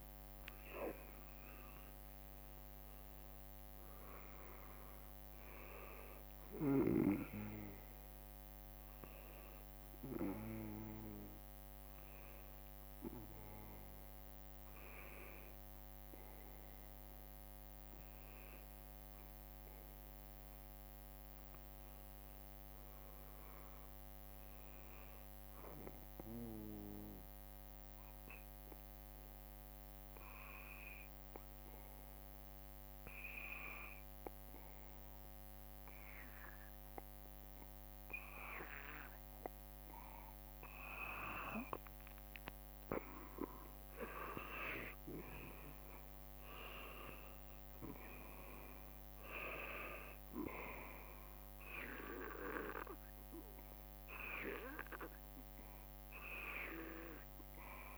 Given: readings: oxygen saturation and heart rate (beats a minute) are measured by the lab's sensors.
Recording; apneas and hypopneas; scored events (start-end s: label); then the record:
breathing in sleep by a microphone on the trachea; 1
0.00-2.00 s: arousal
0.00-8.00 s: oxygen desaturation (device-marked, oxygen 91% lowest, heart rate 53 extreme)
27.00-41.50 s: obstructive apnea (oxygen 96% before, 91% lowest, heart rate 54 before, 54 extreme, up 5 after)
41.00-57.98 s: oxygen desaturation (device-marked, oxygen 95% before, 91% lowest, heart rate 55 before, 54 extreme)
44.00-49.00 s: arousal
From the record:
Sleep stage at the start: N2 (light sleep); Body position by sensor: on the back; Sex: male